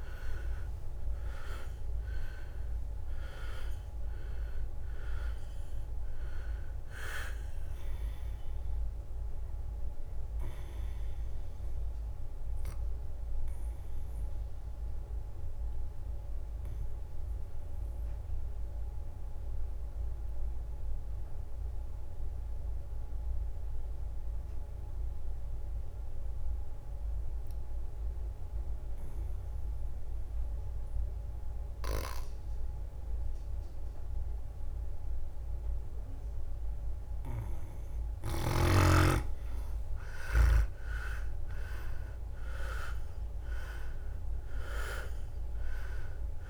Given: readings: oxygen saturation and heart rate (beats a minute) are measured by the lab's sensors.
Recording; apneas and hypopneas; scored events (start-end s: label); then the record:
breathing in sleep by a room microphone; 1
0.00-3.50 s: leg movement (device-marked)
0.00-12.50 s: drop in pulse transit time (device-marked, heart rate 66 extreme)
0.00-26.50 s: oxygen desaturation (device-marked, oxygen 91% lowest, heart rate 62 extreme)
12.00-38.50 s: obstructive apnea (oxygen 99% before, 89% lowest, heart rate 67 before, 59 extreme, up 8 after)
35.50-46.50 s: oxygen desaturation (device-marked, oxygen 100% before, 89% lowest, heart rate 64 before, 59 extreme)
36.50-46.50 s: drop in pulse transit time (device-marked, heart rate 64 before, 64 extreme)
38.50-41.50 s: leg movement (device-marked)
40.50-45.00 s: arousal
From the record:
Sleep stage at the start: N2 (light sleep); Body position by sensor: on the back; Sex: male